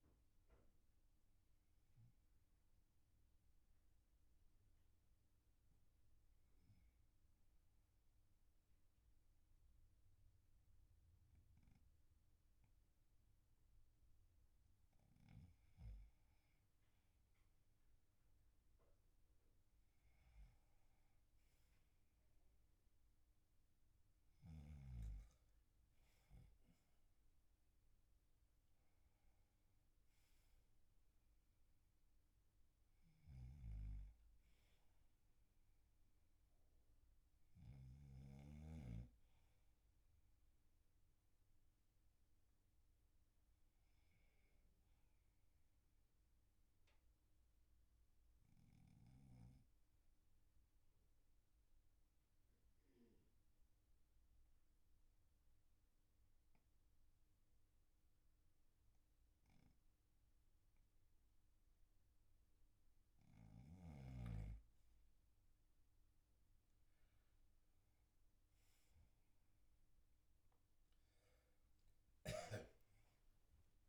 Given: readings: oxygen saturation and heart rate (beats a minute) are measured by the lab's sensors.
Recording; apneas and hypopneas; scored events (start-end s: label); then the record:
breathing in sleep, hard to hear, by a room microphone; 2
0.00-9.50 s: oxygen desaturation (device-marked, oxygen 90% lowest, heart rate 42 extreme)
0.50-16.00 s: hypopnea (oxygen 97% before, 91% lowest, heart rate 48 before, 42 extreme, up 8 after)
21.50-26.00 s: arousal
33.50-38.50 s: snoring (device-marked)
47.00-63.00 s: obstructive apnea (oxygen 99% before, 95% lowest, heart rate 47 before, 42 extreme, up 9 after)
66.50-71.00 s: arousal
From the record:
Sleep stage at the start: N2 (light sleep); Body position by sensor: on the back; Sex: male